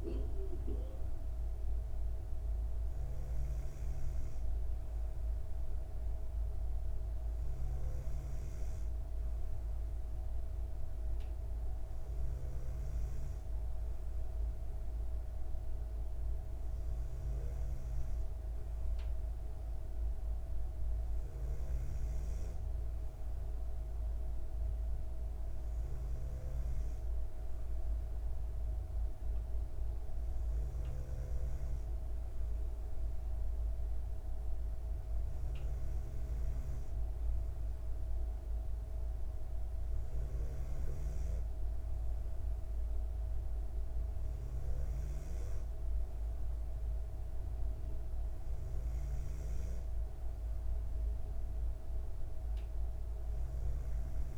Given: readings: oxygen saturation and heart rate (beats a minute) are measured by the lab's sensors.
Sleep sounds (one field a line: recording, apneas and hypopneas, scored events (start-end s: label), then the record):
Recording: breathing in sleep, hard to hear, by a room microphone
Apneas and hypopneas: none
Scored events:
none scored
From the record:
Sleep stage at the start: N2 (light sleep)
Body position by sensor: on the back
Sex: female